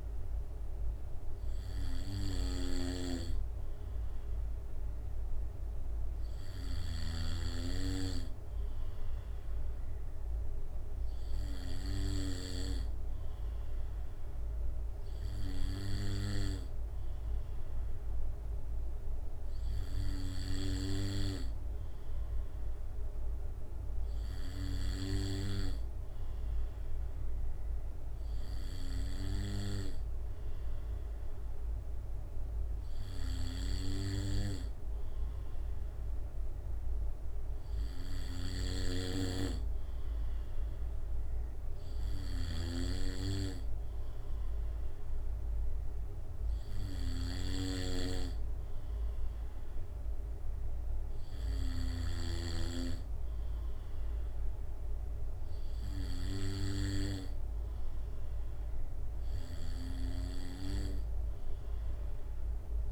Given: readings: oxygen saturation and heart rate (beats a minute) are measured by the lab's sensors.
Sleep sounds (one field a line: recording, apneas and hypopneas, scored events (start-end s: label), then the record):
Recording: breathing in sleep by a room microphone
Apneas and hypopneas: none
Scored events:
38.50-43.00 s: snoring (device-marked)
From the record:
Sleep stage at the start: N2 (light sleep)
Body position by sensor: on the back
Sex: male